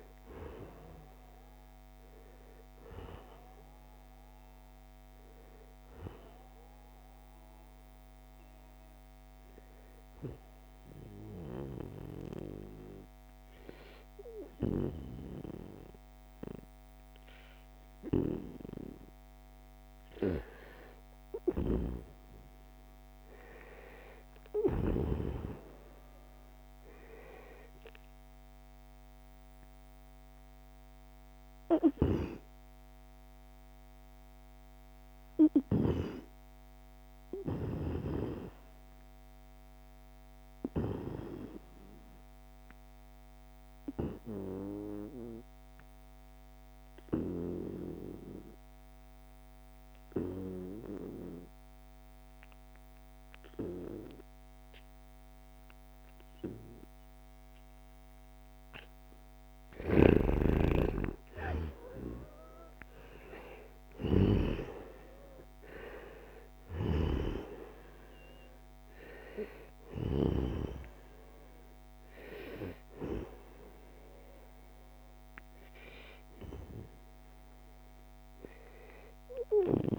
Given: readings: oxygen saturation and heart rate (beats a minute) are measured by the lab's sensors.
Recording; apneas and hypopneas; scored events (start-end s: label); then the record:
breathing in sleep by a microphone on the trachea; 2
0.00-16.50 s: oxygen desaturation (device-marked, oxygen 85% lowest, heart rate 64 extreme)
5.00-18.50 s: obstructive apnea (oxygen 96% before, 85% lowest, heart rate 76 before, 75 extreme, up 0 after)
21.50-26.00 s: arousal
37.50-58.00 s: obstructive apnea (oxygen 98% before, 90% lowest, heart rate 77 before, 68 extreme, up 6 after)
53.50-79.99 s: oxygen desaturation (device-marked, oxygen 96% before, 90% lowest, heart rate 76 before, 68 extreme)
59.00-64.00 s: snoring (device-marked)
59.50-64.50 s: arousal
66.00-70.00 s: snoring (device-marked)
From the record:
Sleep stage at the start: N2 (light sleep); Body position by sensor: on the right side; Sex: male